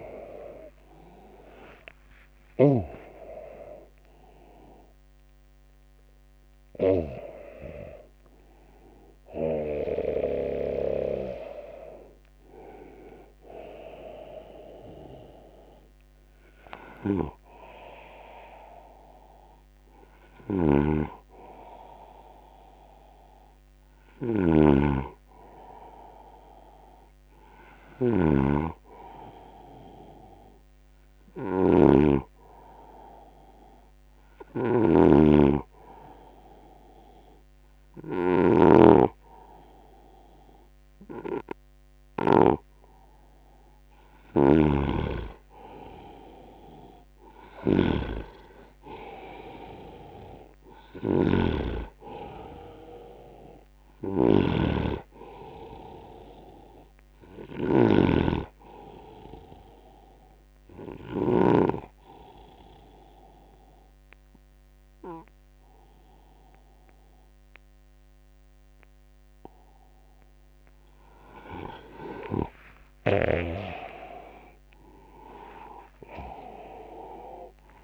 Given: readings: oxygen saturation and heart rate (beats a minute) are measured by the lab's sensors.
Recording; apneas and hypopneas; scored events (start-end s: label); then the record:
breathing in sleep by a microphone on the trachea; 2
0.00-1.00 s: arousal
0.00-1.50 s: tachycardia (device-marked, heart rate 169 extreme)
0.00-2.50 s: snoring (device-marked)
0.00-16.50 s: oxygen desaturation (device-marked, oxygen 85% lowest, heart rate 67 extreme)
20.00-42.50 s: snoring (device-marked)
22.50-77.84 s: new sleep stage, N2 (light sleep)
27.00-31.00 s: arousal
34.50-66.50 s: oxygen desaturation (device-marked, oxygen 99% before, 90% lowest, heart rate 77 before, 62 extreme)
35.00-45.50 s: hypopnea (oxygen 99% before, 90% lowest, heart rate 77 before, 70 extreme, up 4 after)
44.50-61.50 s: snoring (device-marked)
48.50-51.50 s: arousal
60.50-71.50 s: obstructive apnea (oxygen 97% before, 93% lowest, heart rate 78 before, 62 extreme, up 6 after)
73.00-76.50 s: arousal
From the record:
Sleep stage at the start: N1 (lightest sleep); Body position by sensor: on the right side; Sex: male